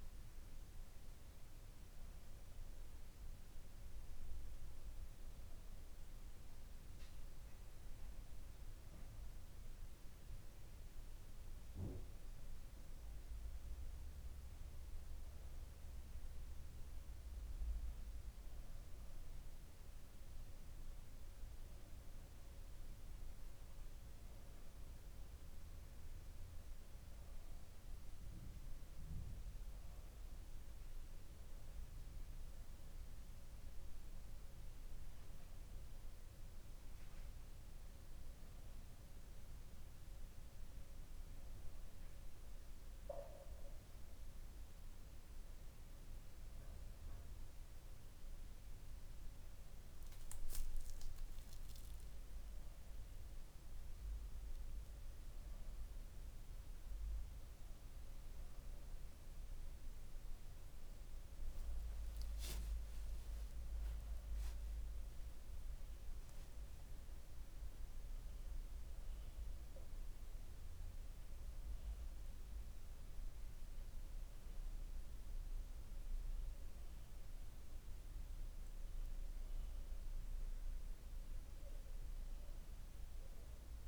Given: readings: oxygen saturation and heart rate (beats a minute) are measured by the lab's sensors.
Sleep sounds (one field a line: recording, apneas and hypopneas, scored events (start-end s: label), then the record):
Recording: breathing in sleep, hard to hear, by a room microphone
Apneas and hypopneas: none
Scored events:
none scored
From the record:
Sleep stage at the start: N2 (light sleep)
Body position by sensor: on the back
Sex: male